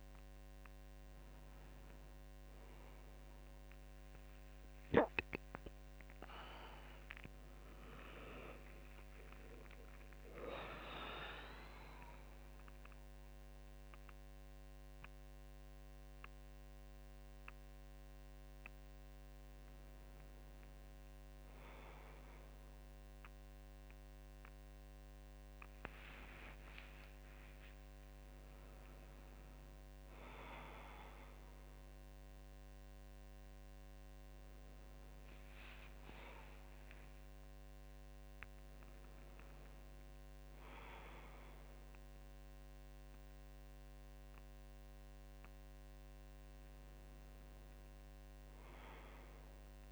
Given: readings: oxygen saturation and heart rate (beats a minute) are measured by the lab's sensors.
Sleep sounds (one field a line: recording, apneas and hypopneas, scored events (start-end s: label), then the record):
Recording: a person awake in a sleep study, by a microphone on the trachea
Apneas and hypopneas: none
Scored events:
none scored
From the record:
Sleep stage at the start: awake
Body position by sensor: on the back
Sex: female